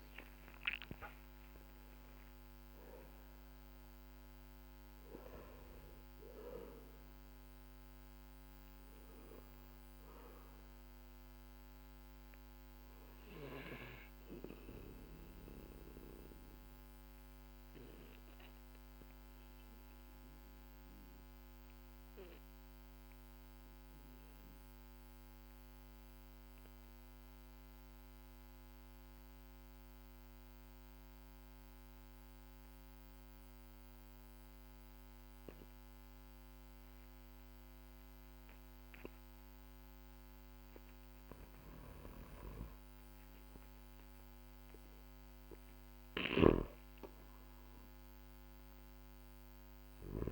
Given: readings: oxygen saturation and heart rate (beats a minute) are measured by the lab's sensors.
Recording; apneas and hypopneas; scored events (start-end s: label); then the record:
breathing in sleep by a microphone on the trachea; 1
0.00-31.00 s: oxygen desaturation (device-marked, oxygen 91% lowest, heart rate 46 extreme)
11.50-39.50 s: mixed apnea (oxygen 99% before, 91% lowest, heart rate 57 before, 46 extreme, up 14 after)
42.00-47.50 s: arousal
45.50-50.31 s: snoring (device-marked)
From the record:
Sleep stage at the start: N2 (light sleep); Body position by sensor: on the back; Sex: male